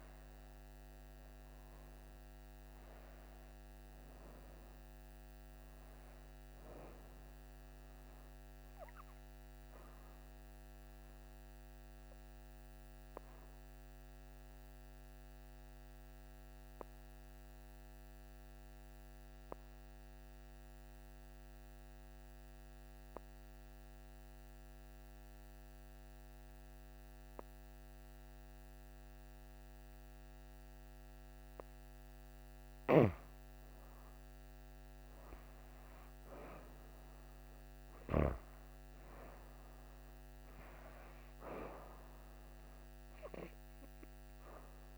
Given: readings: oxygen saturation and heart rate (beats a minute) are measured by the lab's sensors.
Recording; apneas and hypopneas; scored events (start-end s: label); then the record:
breathing in sleep by a microphone on the trachea; 1
0.00-26.00 s: oxygen desaturation (device-marked, oxygen 82% lowest, heart rate 54 extreme)
8.00-32.00 s: obstructive apnea (oxygen 98% before, 82% lowest, heart rate 66 before, 54 extreme, up 14 after)
32.50-36.00 s: arousal
36.00-44.97 s: oxygen desaturation (device-marked, oxygen 98% before, 90% lowest, heart rate 61 before, 58 extreme)
From the record:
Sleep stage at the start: N2 (light sleep); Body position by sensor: on the back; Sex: female